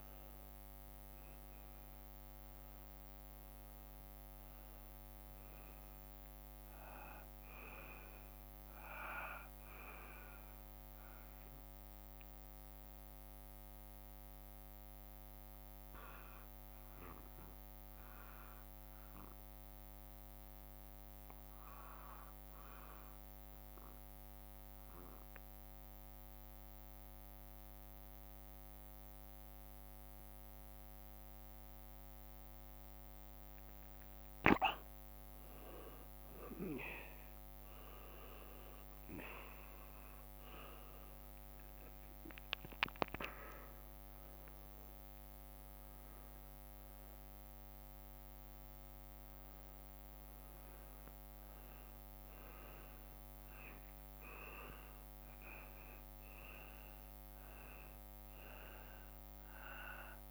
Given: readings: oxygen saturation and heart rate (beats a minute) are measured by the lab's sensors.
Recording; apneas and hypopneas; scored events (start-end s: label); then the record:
breathing in sleep by a microphone on the trachea; 1
0.00-2.00 s: drop in pulse transit time (device-marked, heart rate 59 extreme)
0.00-16.00 s: oxygen desaturation (device-marked, oxygen 88% lowest, heart rate 53 extreme)
13.00-34.00 s: obstructive apnea (oxygen 92% before, 85% lowest, heart rate 58 before, 53 extreme, up 4 after)
32.00-60.31 s: oxygen desaturation (device-marked, oxygen 97% before, 85% lowest, heart rate 54 before, 52 extreme)
38.50-42.00 s: arousal
From the record:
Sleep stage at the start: N2 (light sleep); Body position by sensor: on the back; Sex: male